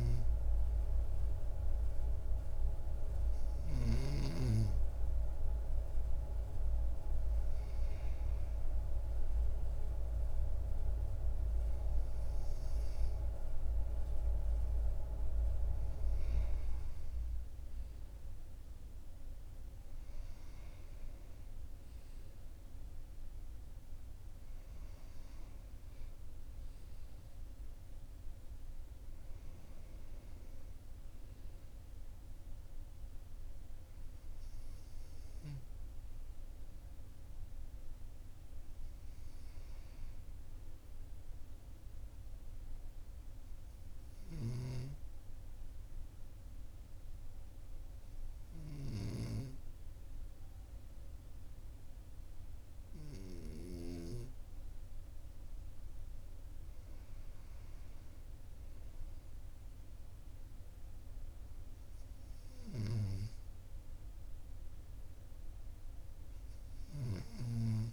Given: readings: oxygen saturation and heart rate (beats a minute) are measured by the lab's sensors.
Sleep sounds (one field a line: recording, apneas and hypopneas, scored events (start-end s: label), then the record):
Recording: breathing in sleep by a room microphone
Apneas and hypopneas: none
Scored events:
none scored
From the record:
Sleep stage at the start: N2 (light sleep)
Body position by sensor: on the right side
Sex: male